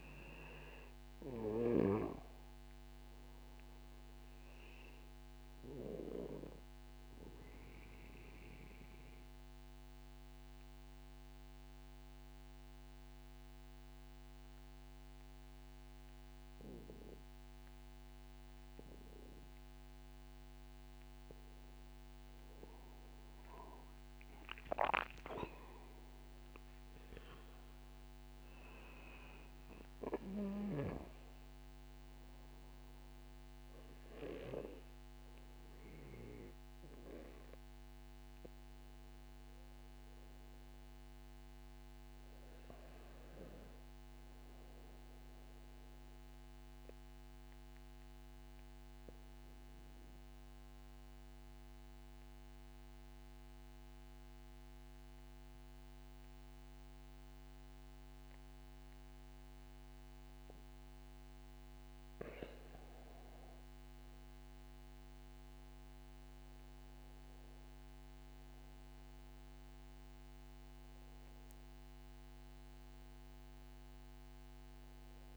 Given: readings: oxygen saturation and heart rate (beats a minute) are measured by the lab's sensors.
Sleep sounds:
breathing in sleep by a microphone on the trachea; 2
5.00-22.00 s: mixed apnea (oxygen 96% before, 92% lowest, heart rate 49 before, 44 extreme, up 7 after)
23.50-27.50 s: arousal
46.50-62.00 s: mixed apnea (oxygen 97% before, 91% lowest, heart rate 64 before, 39 extreme, up 1 after)
65.00-69.00 s: arousal
69.00-75.37 s: oxygen desaturation (device-marked, oxygen 96% before, 91% lowest)
From the record:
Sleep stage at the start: N2 (light sleep); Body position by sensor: on the back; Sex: male

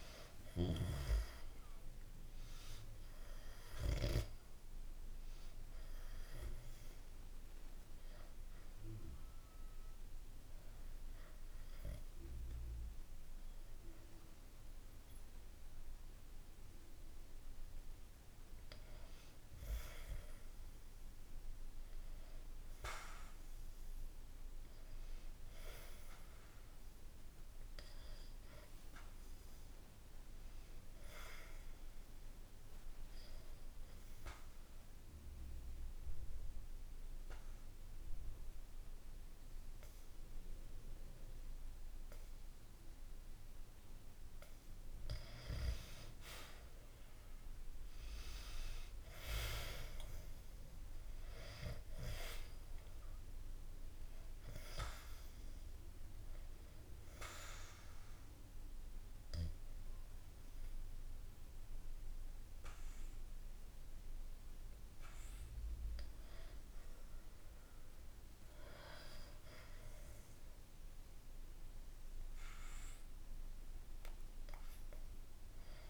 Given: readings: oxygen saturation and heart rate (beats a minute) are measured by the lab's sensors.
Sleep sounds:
breathing in sleep by a room microphone; 3
0.00-1.50 s: arousal
1.50-20.50 s: oxygen desaturation (device-marked, oxygen 97% before, 92% lowest, heart rate 63 before, 62 extreme)
8.50-19.00 s: obstructive apnea (oxygen 98% before, 91% lowest, heart rate 64 before, 62 extreme, up 0 after)
21.00-25.50 s: arousal
31.00-44.00 s: obstructive apnea (oxygen 98% before, 91% lowest, heart rate 64 before, 62 extreme, up 1 after)
46.00-49.50 s: arousal
47.50-70.50 s: oxygen desaturation (device-marked, oxygen 96% before, 91% lowest, heart rate 63 before, 61 extreme)
56.00-67.00 s: obstructive apnea (oxygen 98% before, 91% lowest, heart rate 63 before, 63 extreme, up 3 after)
70.00-74.50 s: arousal
From the record:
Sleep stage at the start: N2 (light sleep); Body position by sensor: on the back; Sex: male

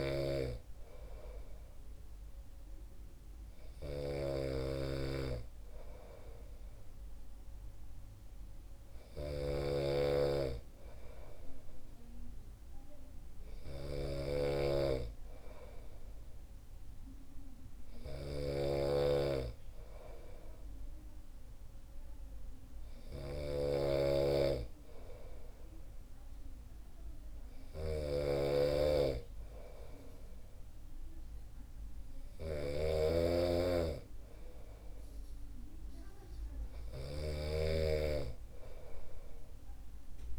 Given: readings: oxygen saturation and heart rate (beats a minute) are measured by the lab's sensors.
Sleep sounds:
breathing in sleep by a room microphone; none
0.00-40.39 s: snoring (device-marked)
From the record:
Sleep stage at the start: N2 (light sleep); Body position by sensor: on the back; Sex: male

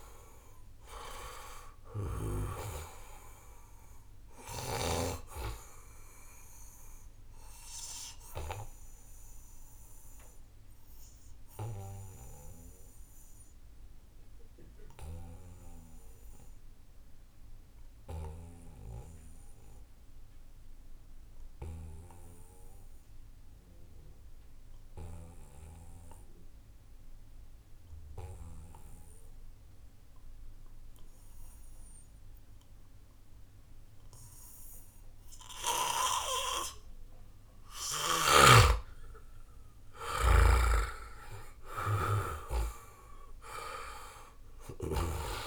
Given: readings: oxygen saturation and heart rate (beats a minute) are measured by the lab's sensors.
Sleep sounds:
breathing in sleep by a room microphone; 1
0.00-20.00 s: oxygen desaturation (device-marked, oxygen 90% lowest, heart rate 67 extreme)
6.50-37.00 s: obstructive apnea (oxygen 97% before, 88% lowest, heart rate 77 before, 67 extreme, up 2 after)
34.00-45.47 s: oxygen desaturation (device-marked, oxygen 97% before, 88% lowest, heart rate 72 before, 67 extreme)
38.50-41.50 s: arousal
From the record:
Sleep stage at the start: N2 (light sleep); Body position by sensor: on the back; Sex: male

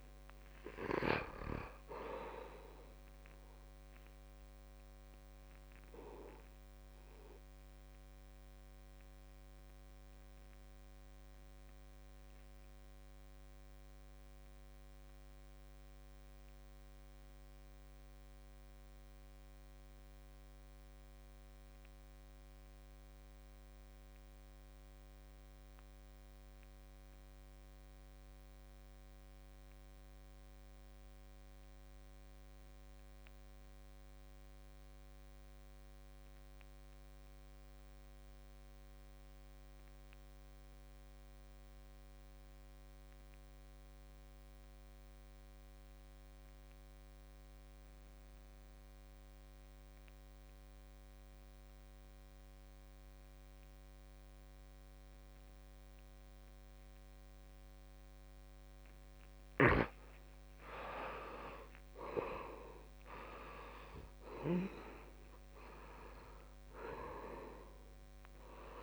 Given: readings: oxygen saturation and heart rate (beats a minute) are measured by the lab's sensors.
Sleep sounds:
breathing in sleep by a microphone on the trachea; 1
0.00-20.50 s: oxygen desaturation (device-marked, oxygen 74% lowest, heart rate 65 extreme)
5.50-58.00 s: obstructive apnea (oxygen 97% before, 66% lowest, heart rate 77 before, 65 extreme, up 14 after)
34.50-68.82 s: oxygen desaturation (device-marked, oxygen 94% before, 66% lowest, heart rate 66 before, 68 extreme)
59.00-64.50 s: snoring (device-marked)
60.50-64.50 s: arousal
From the record:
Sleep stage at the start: REM sleep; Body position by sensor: on the back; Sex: male

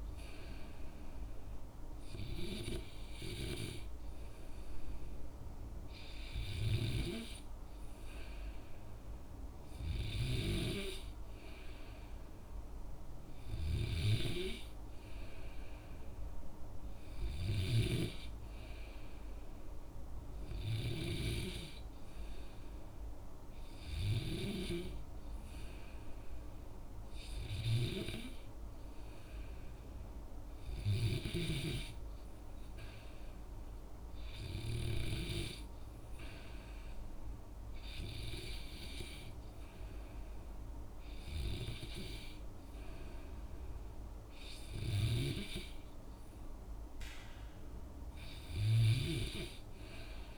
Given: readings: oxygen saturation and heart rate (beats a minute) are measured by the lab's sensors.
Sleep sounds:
breathing in sleep by a room microphone; none
47.00-50.00 s: arousal
From the record:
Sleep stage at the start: N2 (light sleep); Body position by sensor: on the back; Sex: male

